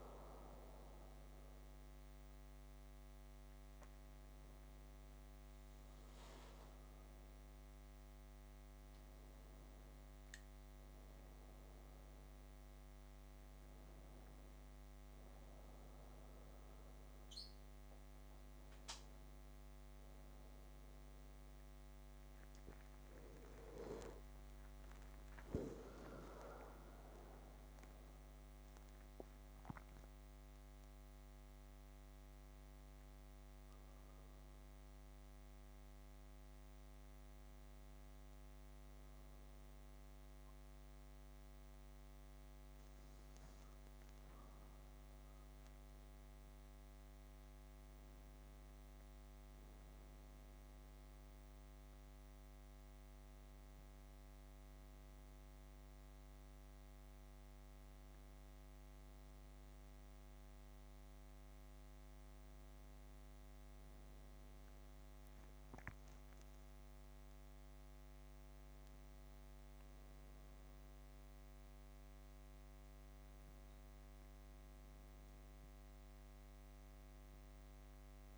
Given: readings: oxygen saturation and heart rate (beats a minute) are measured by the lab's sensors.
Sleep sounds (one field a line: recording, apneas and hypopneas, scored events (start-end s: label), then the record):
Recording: a person awake in a sleep study, hard to hear, by a microphone on the trachea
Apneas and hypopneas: none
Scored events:
58.50-78.38 s: new sleep stage, N1 (lightest sleep)
From the record:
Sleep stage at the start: awake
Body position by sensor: on the back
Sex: female